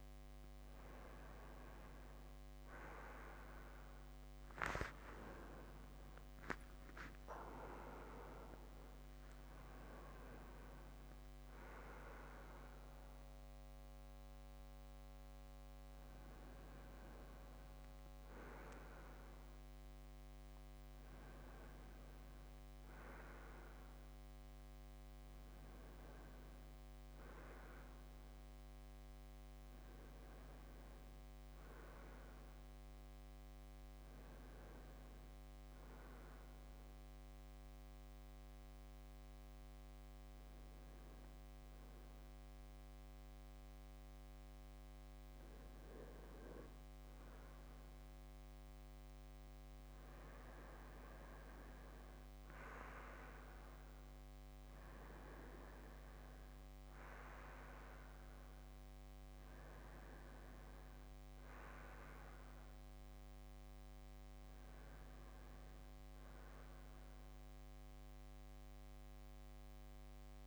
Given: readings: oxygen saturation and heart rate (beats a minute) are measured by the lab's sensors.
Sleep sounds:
a person partly awake in a sleep study, by a microphone on the trachea; 1
14.00-70.47 s: new sleep stage, N2 (light sleep)
23.00-24.00 s: oxygen desaturation (device-marked, oxygen 98% before, 96% lowest)
36.00-47.00 s: hypopnea (oxygen 98% before, 90% lowest)
54.00-59.00 s: arousal
54.00-70.47 s: oxygen desaturation (device-marked, oxygen 94% before, 90% lowest)
From the record:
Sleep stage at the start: awake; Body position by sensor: on the front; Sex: male

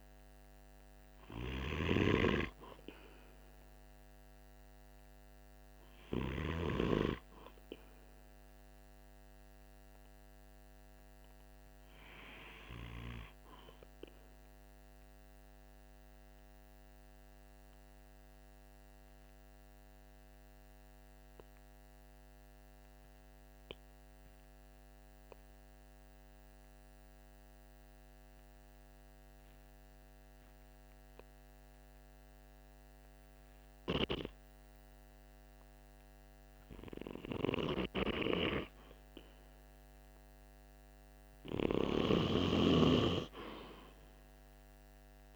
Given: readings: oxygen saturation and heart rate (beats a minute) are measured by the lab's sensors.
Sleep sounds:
breathing in sleep by a microphone on the trachea; 1
0.00-23.00 s: oxygen desaturation (device-marked, oxygen 93% lowest, heart rate 45 extreme)
13.00-34.50 s: obstructive apnea (oxygen 98% before, 92% lowest, heart rate 47 before, 45 extreme, up 0 after)
36.00-39.50 s: arousal
40.00-45.36 s: oxygen desaturation (device-marked, oxygen 97% before, 92% lowest, heart rate 46 before, 44 extreme)
From the record:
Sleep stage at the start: N2 (light sleep); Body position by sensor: on the right side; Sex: male

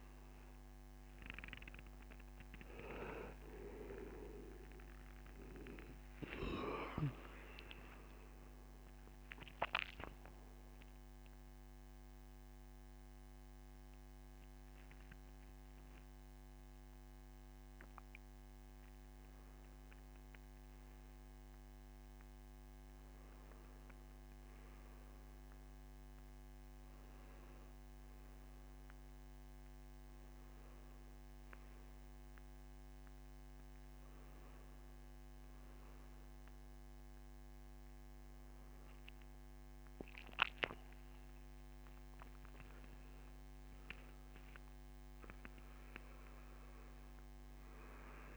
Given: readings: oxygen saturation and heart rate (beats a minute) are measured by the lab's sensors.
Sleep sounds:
breathing in sleep by a microphone on the trachea; none
0.00-5.00 s: arousal
29.00-36.00 s: oxygen desaturation (device-marked, oxygen 99% before, 95% lowest, heart rate 91 before, 86 extreme)
From the record:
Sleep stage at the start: N1 (lightest sleep); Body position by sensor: on the back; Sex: male

